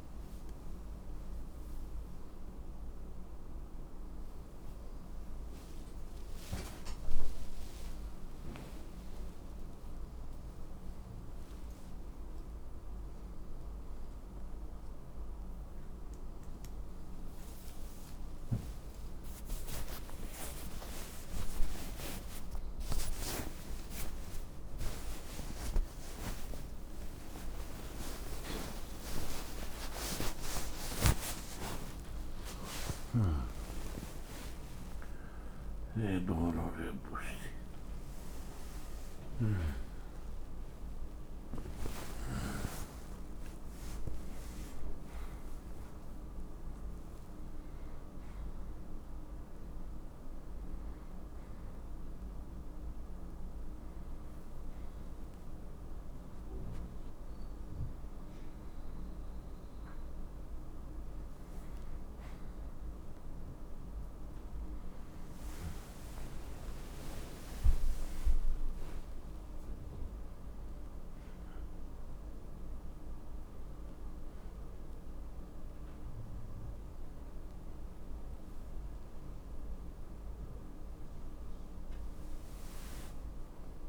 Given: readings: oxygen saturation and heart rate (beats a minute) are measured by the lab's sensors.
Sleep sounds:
a person awake in a sleep study, by a room microphone; none
none scored
From the record:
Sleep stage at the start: awake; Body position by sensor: on the right side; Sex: male

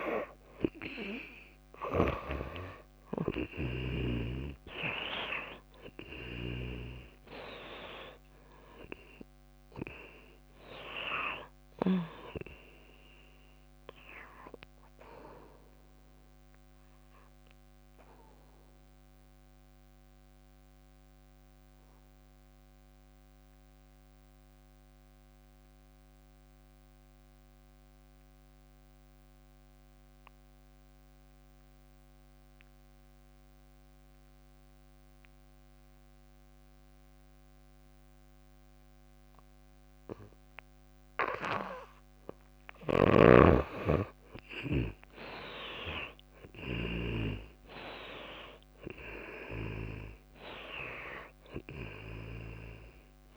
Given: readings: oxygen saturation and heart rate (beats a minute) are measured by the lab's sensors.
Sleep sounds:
breathing in sleep by a microphone on the trachea; 1
0.00-4.50 s: arousal
0.00-23.00 s: oxygen desaturation (device-marked, oxygen 98% before, 82% lowest, heart rate 59 before, 54 extreme)
9.00-11.00 s: long interval between heartbeats (device-marked, heart rate 64 before, 87 extreme)
10.00-20.00 s: drop in pulse transit time (device-marked, heart rate 65 before, 58 extreme)
16.50-41.00 s: obstructive apnea (oxygen 99% before, 74% lowest, heart rate 72 before, 54 extreme, up 11 after)
37.00-53.37 s: oxygen desaturation (device-marked, oxygen 98% before, 74% lowest, heart rate 58 before, 55 extreme)
42.50-47.00 s: snoring (device-marked)
44.00-48.00 s: arousal
From the record:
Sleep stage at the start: N2 (light sleep); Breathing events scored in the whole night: 383 in 4.4 hours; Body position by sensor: on the back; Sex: female

